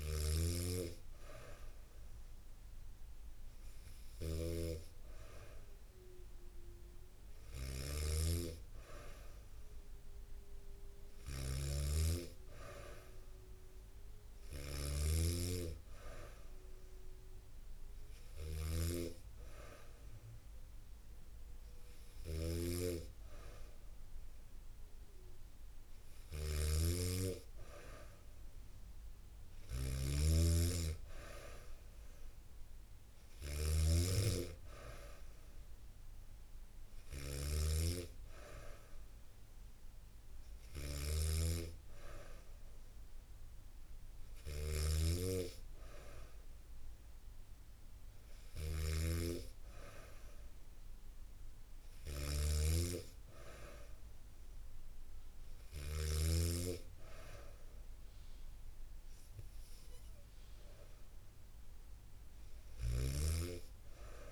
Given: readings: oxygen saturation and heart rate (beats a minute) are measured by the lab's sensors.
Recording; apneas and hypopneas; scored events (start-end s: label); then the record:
breathing in sleep by a room microphone; none
0.00-56.00 s: snoring (device-marked)
62.00-64.32 s: snoring (device-marked)
From the record:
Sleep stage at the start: N2 (light sleep); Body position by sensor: on the back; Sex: female